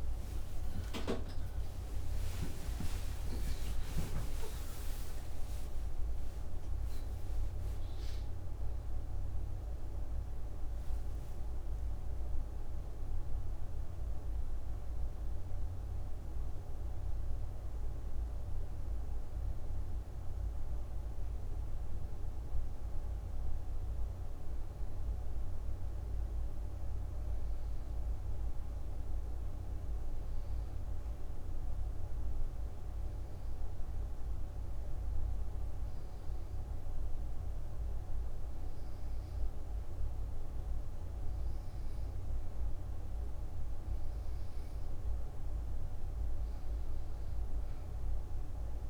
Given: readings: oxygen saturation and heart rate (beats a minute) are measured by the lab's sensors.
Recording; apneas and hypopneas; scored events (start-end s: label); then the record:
breathing in sleep, hard to hear, by a room microphone; 1
0.50-6.00 s: arousal
5.00-14.00 s: oxygen desaturation (device-marked, oxygen 91% before, 88% lowest)
29.50-43.50 s: hypopnea (oxygen 98% before, 90% lowest)
46.00-48.90 s: arousal
46.00-48.90 s: new sleep stage, N2 (light sleep)
From the record:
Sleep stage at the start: N1 (lightest sleep); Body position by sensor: on the back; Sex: female